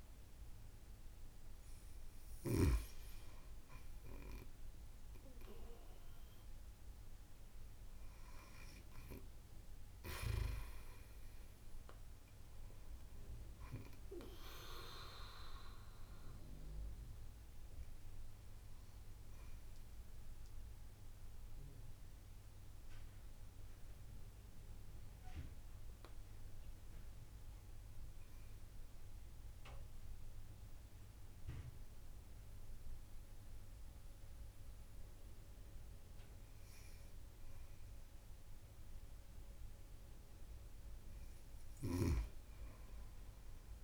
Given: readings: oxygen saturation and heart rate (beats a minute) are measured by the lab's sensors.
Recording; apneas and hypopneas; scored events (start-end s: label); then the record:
breathing in sleep by a room microphone; 1
0.00-2.50 s: arousal
0.00-2.50 s: snoring (device-marked)
7.00-16.00 s: oxygen desaturation (device-marked, oxygen 96% before, 92% lowest)
10.50-12.50 s: long interval between heartbeats (device-marked)
21.00-38.00 s: mixed apnea (oxygen 96% before, 93% lowest)
24.50-26.50 s: long interval between heartbeats (device-marked)
27.50-29.50 s: long interval between heartbeats (device-marked)
From the record:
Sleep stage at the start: N2 (light sleep); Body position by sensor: on the right side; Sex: female